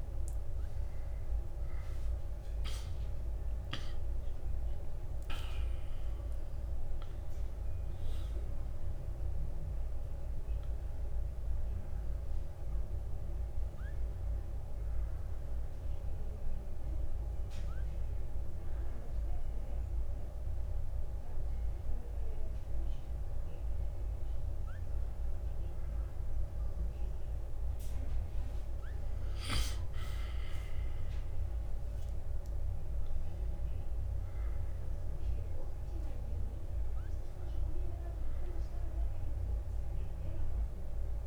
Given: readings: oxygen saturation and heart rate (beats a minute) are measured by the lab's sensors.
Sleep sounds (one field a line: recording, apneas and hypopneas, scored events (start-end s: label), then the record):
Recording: a person awake in a sleep study, hard to hear, by a room microphone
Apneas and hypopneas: none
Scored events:
2.00-4.00 s: long interval between heartbeats (device-marked, heart rate 64 before, 56 extreme)
4.50-6.50 s: long interval between heartbeats (device-marked, heart rate 62 before, 69 extreme)
27.50-29.50 s: long interval between heartbeats (device-marked, heart rate 59 before, 65 extreme)
30.50-32.50 s: long interval between heartbeats (device-marked, heart rate 59 before, 84 extreme)
From the record:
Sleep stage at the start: awake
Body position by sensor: on the back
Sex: male